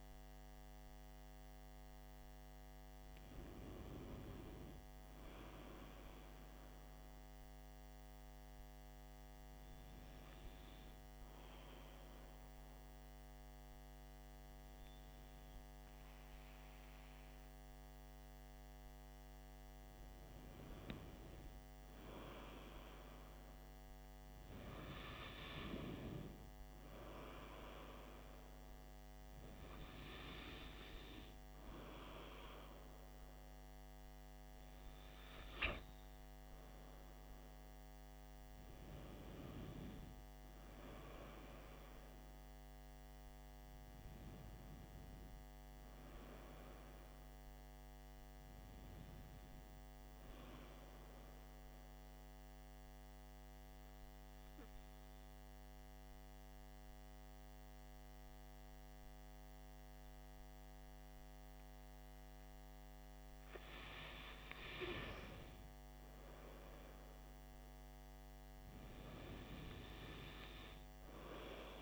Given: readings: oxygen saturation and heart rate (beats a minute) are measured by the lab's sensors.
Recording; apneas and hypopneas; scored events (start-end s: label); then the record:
breathing in sleep by a microphone on the trachea; 2
6.00-19.00 s: hypopnea (oxygen 96% before, 93% lowest, heart rate 57 before, 53 extreme, up 9 after)
14.00-71.82 s: new sleep stage, N2 (light sleep)
21.00-25.00 s: arousal
44.50-48.50 s: arousal
52.00-65.50 s: hypopnea (oxygen 95% before, 93% lowest, heart rate 61 before, 55 extreme, up 3 after)
67.50-71.00 s: arousal
From the record:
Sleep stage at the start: N1 (lightest sleep); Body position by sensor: on the back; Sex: male